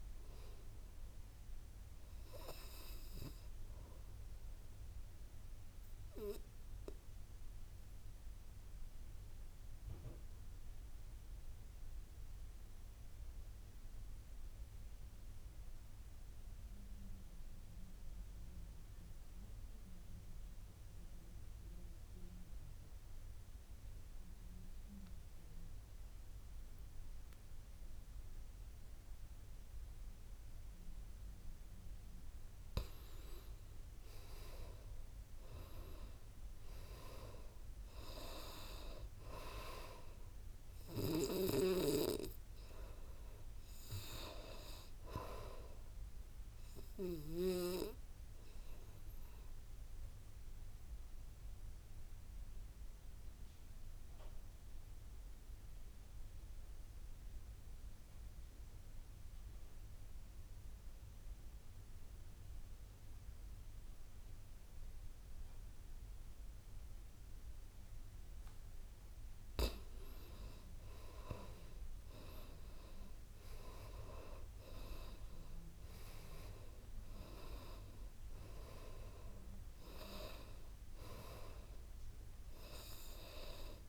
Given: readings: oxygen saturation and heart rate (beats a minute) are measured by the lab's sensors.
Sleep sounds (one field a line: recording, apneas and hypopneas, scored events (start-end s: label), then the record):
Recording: breathing in sleep by a room microphone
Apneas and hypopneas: 2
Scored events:
0.00-10.00 s: oxygen desaturation (device-marked, oxygen 83% lowest, heart rate 51 extreme)
5.50-31.50 s: obstructive apnea (oxygen 98% before, 83% lowest, heart rate 65 before, 51 extreme, up 13 after)
32.00-63.00 s: oxygen desaturation (device-marked, oxygen 98% before, 83% lowest, heart rate 55 before, 57 extreme)
33.00-36.00 s: arousal
49.00-69.00 s: obstructive apnea (oxygen 98% before, 83% lowest, heart rate 65 before, 54 extreme, up 11 after)
70.00-75.00 s: arousal
76.00-83.89 s: oxygen desaturation (device-marked, oxygen 97% before, 86% lowest, heart rate 60 before, 54 extreme)
From the record:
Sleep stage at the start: N2 (light sleep)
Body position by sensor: on the back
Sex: male